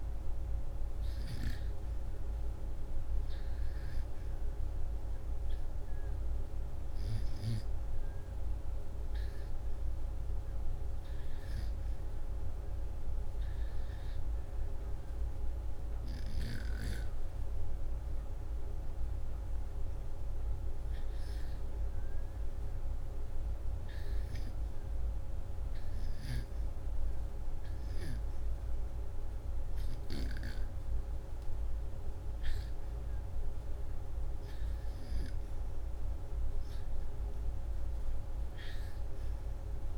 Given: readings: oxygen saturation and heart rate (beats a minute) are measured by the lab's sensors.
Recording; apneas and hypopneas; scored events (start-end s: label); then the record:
breathing in sleep, hard to hear, by a room microphone; none
none scored
From the record:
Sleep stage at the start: REM sleep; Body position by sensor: upright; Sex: male